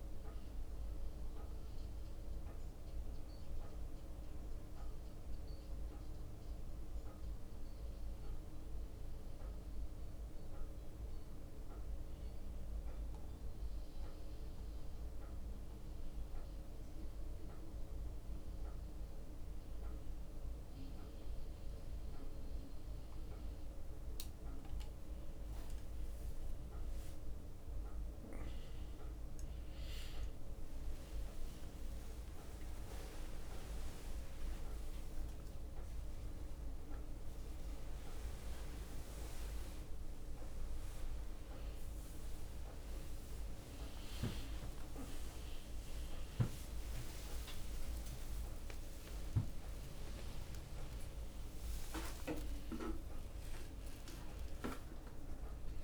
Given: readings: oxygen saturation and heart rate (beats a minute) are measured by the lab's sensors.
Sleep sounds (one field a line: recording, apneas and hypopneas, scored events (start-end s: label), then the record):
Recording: a person awake in a sleep study, hard to hear, by a room microphone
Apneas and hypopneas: none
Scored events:
13.00-38.00 s: drop in pulse transit time (device-marked, heart rate 63 before, 61 extreme)
31.50-33.50 s: long interval between heartbeats (device-marked, heart rate 61 before, 73 extreme)
38.00-40.00 s: long interval between heartbeats (device-marked, heart rate 65 before, 74 extreme)
44.50-46.50 s: long interval between heartbeats (device-marked, heart rate 69 before, 78 extreme)
47.00-49.00 s: long interval between heartbeats (device-marked, heart rate 73 before, 93 extreme)
47.00-55.84 s: tachycardia (device-marked, heart rate 62 before, 140 extreme)
51.50-53.50 s: long interval between heartbeats (device-marked, heart rate 79 before, 114 extreme)
From the record:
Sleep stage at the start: awake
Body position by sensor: on the back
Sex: male